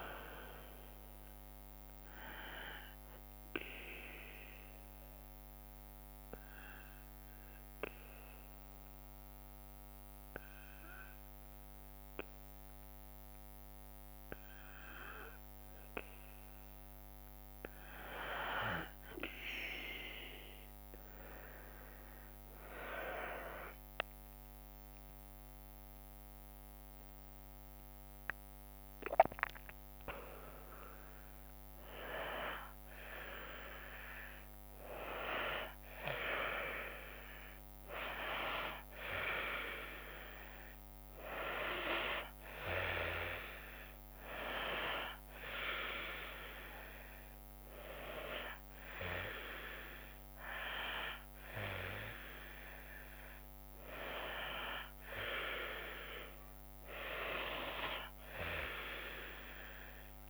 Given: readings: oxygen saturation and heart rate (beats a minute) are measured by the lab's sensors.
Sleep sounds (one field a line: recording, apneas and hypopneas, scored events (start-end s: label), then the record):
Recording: breathing in sleep by a microphone on the trachea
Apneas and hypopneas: 1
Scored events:
0.00-5.50 s: drop in pulse transit time (device-marked, heart rate 62 extreme)
0.00-11.50 s: oxygen desaturation (device-marked, oxygen 91% lowest, heart rate 60 extreme)
2.50-15.00 s: obstructive apnea (oxygen 95% before, 91% lowest, heart rate 68 before, 62 extreme, up 17 after)
22.50-33.50 s: drop in pulse transit time (device-marked, heart rate 64 before, 77 extreme)
23.50-29.50 s: arousal
24.50-38.50 s: oxygen desaturation (device-marked, oxygen 97% before, 91% lowest, heart rate 66 before, 62 extreme)
From the record:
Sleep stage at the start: N2 (light sleep)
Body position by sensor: on the back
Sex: female